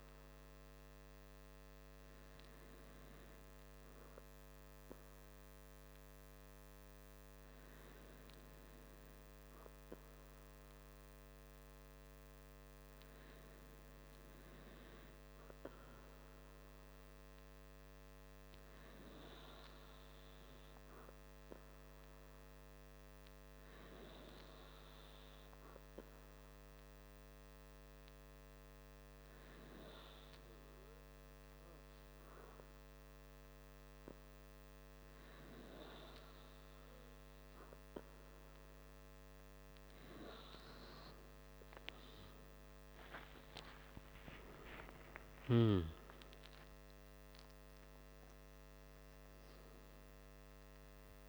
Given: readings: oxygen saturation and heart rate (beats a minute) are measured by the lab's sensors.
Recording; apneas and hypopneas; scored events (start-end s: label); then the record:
breathing in sleep by a microphone on the trachea; none
42.50-47.50 s: arousal
From the record:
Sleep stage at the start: N2 (light sleep); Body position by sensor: on the back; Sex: male